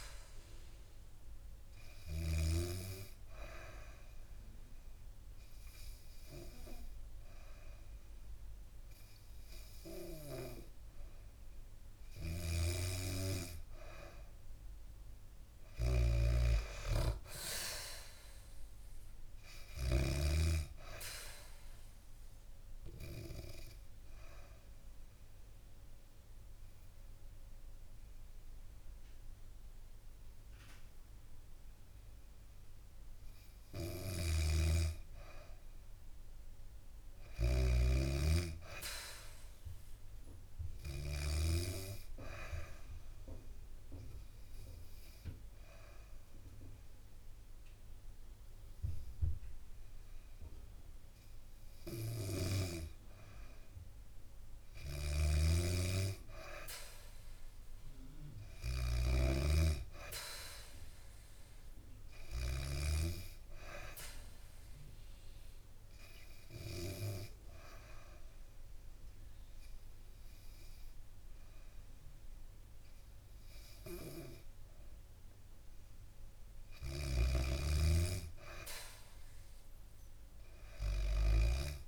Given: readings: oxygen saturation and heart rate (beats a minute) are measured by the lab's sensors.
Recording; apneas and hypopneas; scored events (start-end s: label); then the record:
breathing in sleep by a room microphone; 4
1.50-9.50 s: oxygen desaturation (device-marked, oxygen 95% before, 92% lowest, heart rate 71 before, 66 extreme)
4.00-14.00 s: obstructive apnea (oxygen 95% before, 91% lowest, heart rate 71 before, 66 extreme, up 3 after)
15.50-19.50 s: arousal
15.50-20.00 s: snoring (device-marked)
22.00-33.50 s: obstructive apnea (oxygen 95% before, 91% lowest, heart rate 71 before, 66 extreme, up 4 after)
23.50-37.50 s: oxygen desaturation (device-marked, oxygen 95% before, 91% lowest, heart rate 71 before, 66 extreme)
34.00-41.00 s: snoring (device-marked)
36.50-39.00 s: arousal
39.50-53.50 s: oxygen desaturation (device-marked, oxygen 98% before, 94% lowest, heart rate 69 before, 68 extreme)
42.00-52.50 s: obstructive apnea (oxygen 98% before, 93% lowest, heart rate 69 before, 68 extreme, up 1 after)
54.50-62.50 s: snoring (device-marked)
55.00-58.50 s: arousal
60.50-73.50 s: oxygen desaturation (device-marked, oxygen 97% before, 93% lowest, heart rate 71 before, 67 extreme)
64.50-75.50 s: obstructive apnea (oxygen 98% before, 93% lowest, heart rate 70 before, 67 extreme, up 2 after)
79.50-81.87 s: arousal
From the record:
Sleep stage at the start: N2 (light sleep); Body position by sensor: on the back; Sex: female